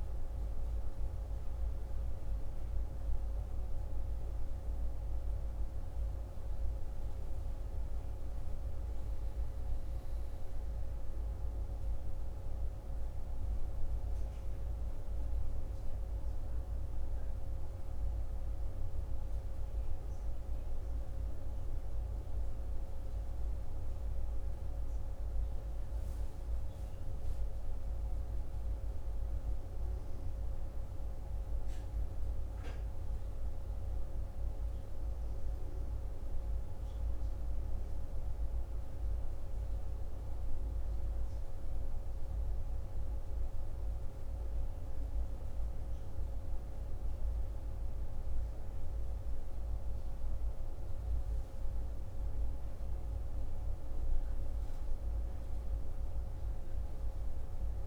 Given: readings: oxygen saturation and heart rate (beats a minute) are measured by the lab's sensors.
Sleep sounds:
breathing in sleep, hard to hear, by a room microphone; none
none scored
From the record:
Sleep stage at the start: N1 (lightest sleep); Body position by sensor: on the right side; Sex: male

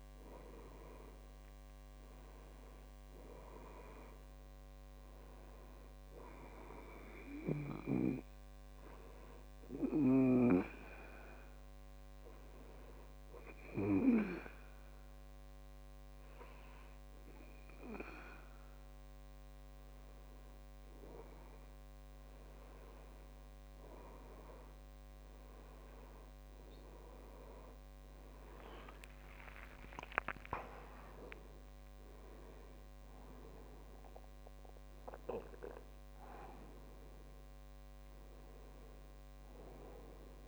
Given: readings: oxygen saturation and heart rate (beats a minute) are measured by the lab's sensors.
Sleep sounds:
breathing in sleep by a microphone on the trachea; 1
11.50-22.50 s: hypopnea (oxygen 96% before, 94% lowest, heart rate 67 before, 64 extreme, up 4 after)
27.50-31.00 s: arousal
33.50-40.48 s: oxygen desaturation (device-marked, oxygen 97% before, 94% lowest, heart rate 66 before, 62 extreme)
From the record:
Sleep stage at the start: N1 (lightest sleep); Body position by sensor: on the back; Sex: male

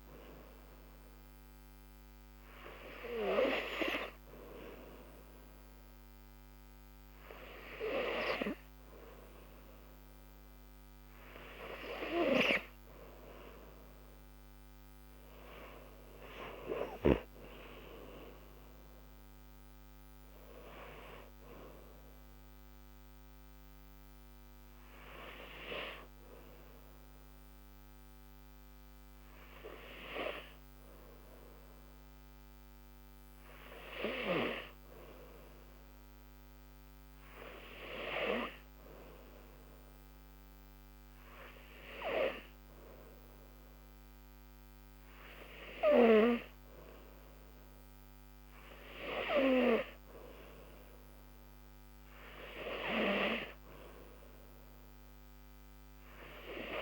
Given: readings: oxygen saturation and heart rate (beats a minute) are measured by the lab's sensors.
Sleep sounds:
breathing in sleep by a microphone on the trachea; 1
9.00-56.82 s: new sleep stage, N2 (light sleep)
16.00-20.00 s: arousal
28.50-43.50 s: hypopnea (oxygen 95% before, 94% lowest, heart rate 81 before, 73 extreme, up 3 after)
46.00-49.00 s: arousal
From the record:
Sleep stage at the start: N3 (deep sleep); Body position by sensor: on the back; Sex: female

